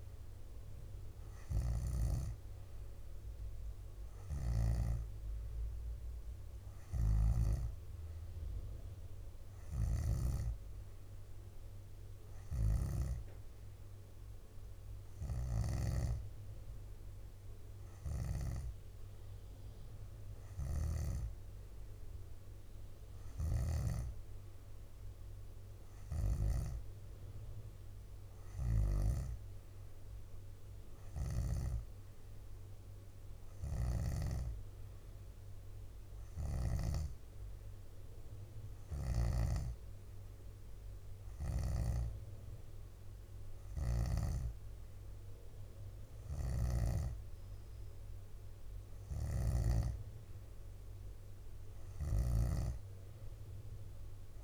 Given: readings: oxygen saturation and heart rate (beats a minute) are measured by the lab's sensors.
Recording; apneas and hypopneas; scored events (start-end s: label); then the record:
breathing in sleep by a room microphone; none
4.00-5.50 s: leg movement (device-marked)
12.50-16.00 s: snoring (device-marked)
20.00-23.00 s: leg movement (device-marked)
20.50-24.00 s: snoring (device-marked)
30.50-32.00 s: leg movement (device-marked)
33.50-37.00 s: snoring (device-marked)
39.00-47.00 s: snoring (device-marked)
43.50-48.00 s: leg movement (device-marked)
47.00-54.44 s: drop in pulse transit time (device-marked, heart rate 65 before, 62 extreme)
48.50-50.50 s: leg movement (device-marked)
49.00-52.50 s: snoring (device-marked)
51.50-54.00 s: leg movement (device-marked)
From the record:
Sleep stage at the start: N3 (deep sleep); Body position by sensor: on the back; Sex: female